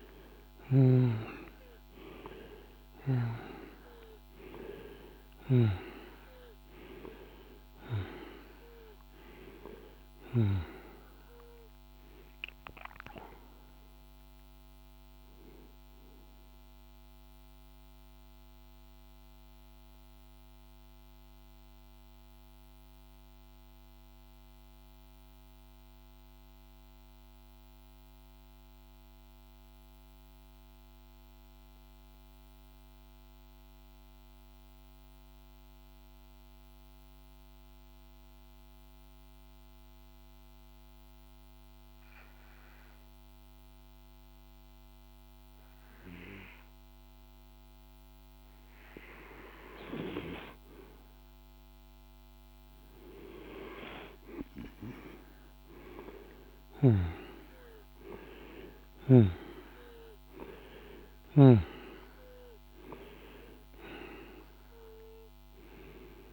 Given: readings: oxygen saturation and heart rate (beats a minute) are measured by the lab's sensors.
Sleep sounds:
breathing in sleep by a microphone on the trachea; 1
0.00-1.50 s: arousal
0.00-4.50 s: snoring (device-marked)
0.00-27.50 s: oxygen desaturation (device-marked, oxygen 87% lowest, heart rate 48 extreme)
16.00-47.50 s: mixed apnea (oxygen 97% before, 86% lowest, heart rate 60 before, 49 extreme, up 0 after)
40.50-66.33 s: oxygen desaturation (device-marked, oxygen 100% before, 86% lowest, heart rate 51 before, 47 extreme)
55.00-59.00 s: arousal
From the record:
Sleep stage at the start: N2 (light sleep); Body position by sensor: on the back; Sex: male

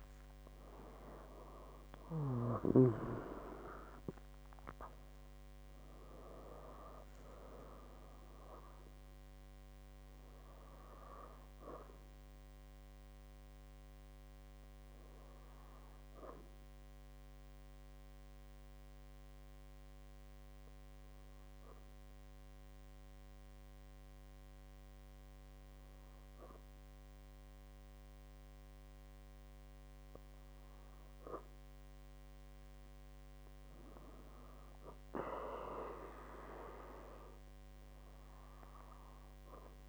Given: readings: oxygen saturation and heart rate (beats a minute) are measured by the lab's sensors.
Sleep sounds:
breathing in sleep by a microphone on the trachea; 1
0.00-4.00 s: arousal
16.00-29.50 s: obstructive apnea (oxygen 98% before, 96% lowest, heart rate 87 before, 61 extreme, up 8 after)
33.50-36.50 s: arousal
From the record:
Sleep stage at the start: N2 (light sleep); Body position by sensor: on the back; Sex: female

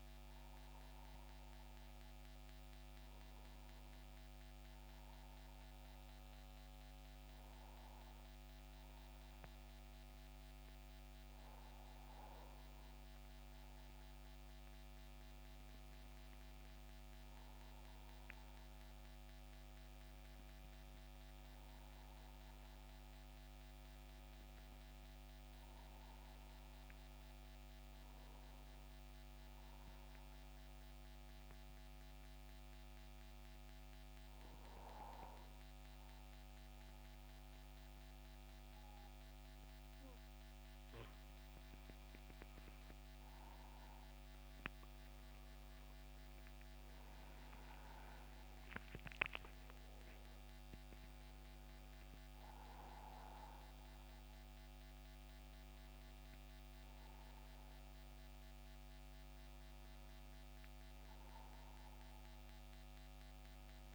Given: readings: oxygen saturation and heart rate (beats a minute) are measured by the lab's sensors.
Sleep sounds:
breathing in sleep, hard to hear, by a microphone on the trachea; 1
29.50-40.50 s: hypopnea (oxygen 94% before, 92% lowest, heart rate 82 before, 73 extreme, up 11 after)
43.50-49.00 s: arousal
From the record:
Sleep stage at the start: N2 (light sleep); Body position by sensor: on the back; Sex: male

